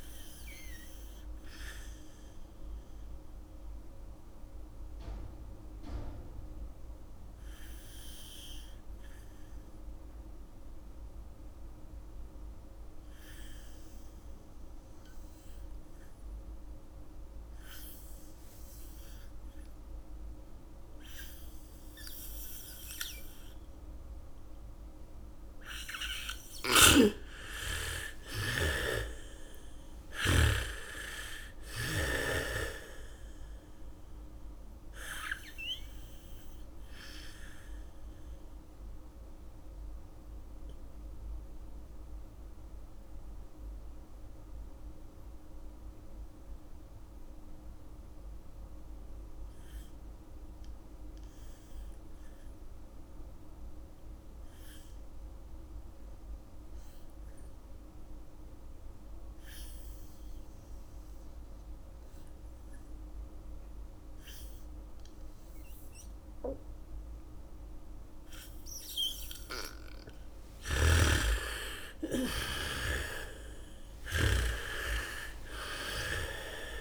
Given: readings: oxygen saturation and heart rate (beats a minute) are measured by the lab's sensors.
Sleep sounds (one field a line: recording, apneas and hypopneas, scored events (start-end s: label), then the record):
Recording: breathing in sleep by a room microphone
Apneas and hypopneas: 2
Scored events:
0.00-17.00 s: oxygen desaturation (device-marked, oxygen 81% lowest, heart rate 52 extreme)
2.50-26.50 s: mixed apnea (oxygen 98% before, 81% lowest, heart rate 60 before, 55 extreme, up 8 after)
18.00-22.00 s: bradycardia (device-marked, heart rate 69 before, 59 extreme)
22.00-51.00 s: oxygen desaturation (device-marked, oxygen 98% before, 83% lowest, heart rate 75 before, 47 extreme)
26.50-31.00 s: snoring (device-marked)
28.00-30.00 s: bradycardia (device-marked, heart rate 69 before, 59 extreme)
29.00-32.50 s: arousal
37.00-70.00 s: mixed apnea (oxygen 98% before, 77% lowest, heart rate 62 before, 44 extreme, up 2 after)
65.00-76.81 s: oxygen desaturation (device-marked, oxygen 98% before, 77% lowest, heart rate 71 before, 44 extreme)
68.00-76.81 s: bradycardia (device-marked, heart rate 69 before, 44 extreme)
71.00-75.50 s: arousal
From the record:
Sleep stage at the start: N2 (light sleep)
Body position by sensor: on the back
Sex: female